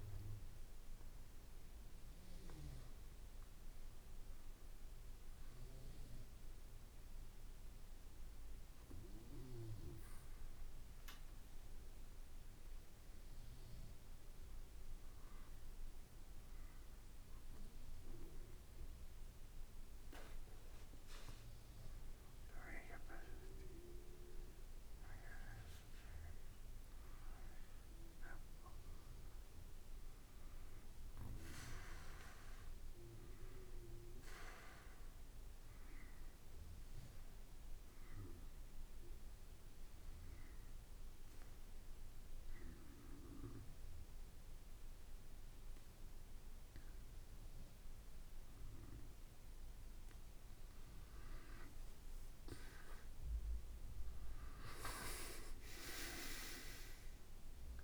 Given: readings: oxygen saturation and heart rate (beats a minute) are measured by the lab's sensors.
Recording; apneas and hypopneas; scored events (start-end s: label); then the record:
breathing in sleep by a room microphone; 1
22.50-57.84 s: new sleep stage, N2 (light sleep)
39.00-50.00 s: obstructive apnea (oxygen 96% before, 90% lowest, heart rate 55 before, 53 extreme, up 4 after)
52.00-56.50 s: arousal
From the record:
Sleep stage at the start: N1 (lightest sleep); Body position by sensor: on the back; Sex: male